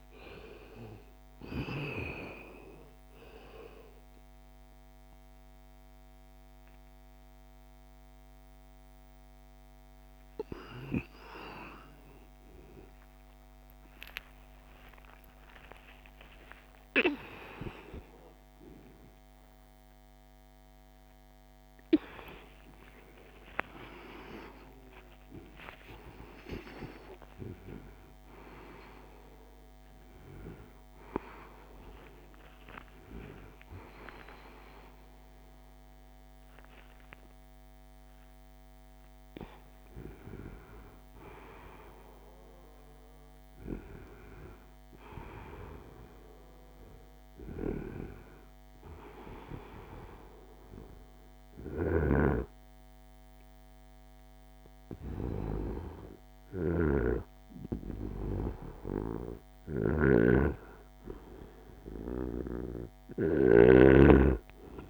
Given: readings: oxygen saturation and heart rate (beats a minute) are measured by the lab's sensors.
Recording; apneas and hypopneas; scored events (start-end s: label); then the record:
a person partly awake in a sleep study, by a microphone on the trachea; none
0.00-24.00 s: oxygen desaturation (device-marked, oxygen 88% lowest, heart rate 68 extreme)
12.00-14.00 s: long interval between heartbeats (device-marked, heart rate 73 before, 90 extreme)
15.00-17.00 s: long interval between heartbeats (device-marked, heart rate 77 before, 117 extreme)
22.50-24.50 s: long interval between heartbeats (device-marked, heart rate 92 before, 89 extreme)
29.00-59.00 s: new sleep stage, N1 (lightest sleep)
32.00-34.00 s: long interval between heartbeats (device-marked, heart rate 105 before, 106 extreme)
51.00-63.00 s: snoring (device-marked)
59.00-64.89 s: new sleep stage, N2 (light sleep)
From the record:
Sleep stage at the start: awake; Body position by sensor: on the right side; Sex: male